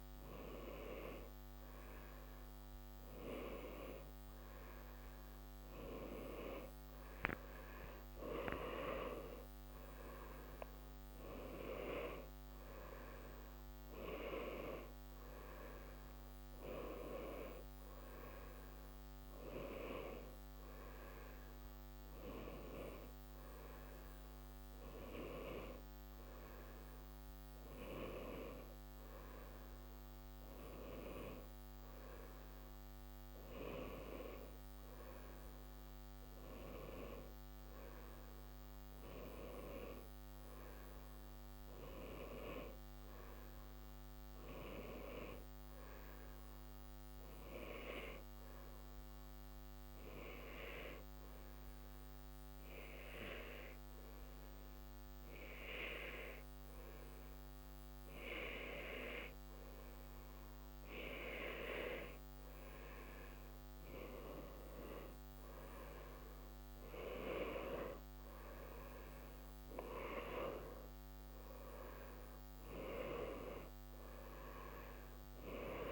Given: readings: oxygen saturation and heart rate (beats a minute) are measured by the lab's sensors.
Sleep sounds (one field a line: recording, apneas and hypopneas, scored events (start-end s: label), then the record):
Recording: breathing in sleep by a microphone on the trachea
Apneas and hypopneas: 1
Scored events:
9.00-14.00 s: arousal
35.50-40.50 s: arousal
46.00-63.00 s: hypopnea (oxygen 93% before, 90% lowest, heart rate 71 before, 60 extreme, up 1 after)
65.00-70.00 s: arousal
65.00-75.91 s: new sleep stage, N2 (light sleep)
From the record:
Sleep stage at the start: N1 (lightest sleep)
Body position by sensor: on the right side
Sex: male